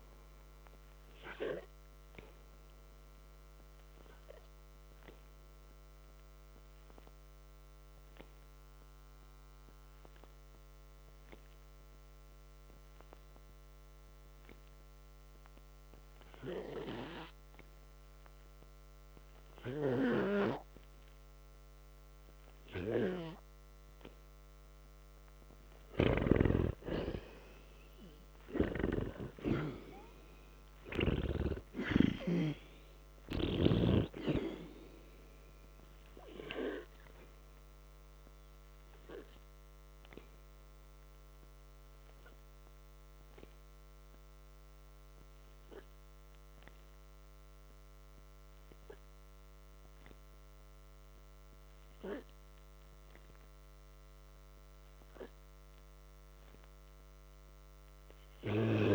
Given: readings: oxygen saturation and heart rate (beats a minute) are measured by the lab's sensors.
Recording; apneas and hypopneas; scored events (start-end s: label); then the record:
breathing in sleep by a microphone on the trachea; 2
0.00-1.50 s: oxygen desaturation (device-marked, oxygen 89% lowest, heart rate 52 extreme)
8.50-22.50 s: oxygen desaturation (device-marked, oxygen 96% before, 90% lowest, heart rate 55 before, 50 extreme)
10.50-24.00 s: hypopnea (oxygen 96% before, 87% lowest, heart rate 55 before, 50 extreme, up 1 after)
28.00-32.50 s: arousal
37.00-50.00 s: hypopnea (oxygen 96% before, 87% lowest, heart rate 54 before, 53 extreme, up 0 after)
46.50-58.95 s: oxygen desaturation (device-marked, oxygen 95% before, 87% lowest, heart rate 56 before, 53 extreme)
52.00-55.50 s: arousal
From the record:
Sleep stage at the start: N2 (light sleep); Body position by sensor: on the back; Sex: male